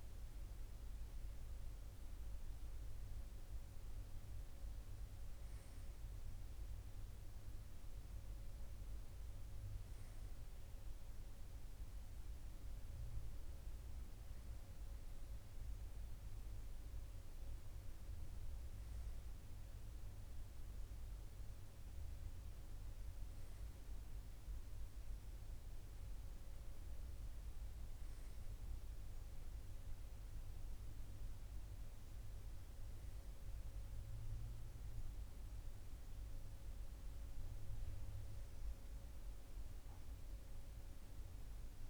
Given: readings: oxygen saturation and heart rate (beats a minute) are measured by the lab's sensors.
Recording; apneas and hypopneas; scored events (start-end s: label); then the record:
a person awake in a sleep study, hard to hear, by a room microphone; none
none scored
From the record:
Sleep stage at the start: awake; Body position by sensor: on the right side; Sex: male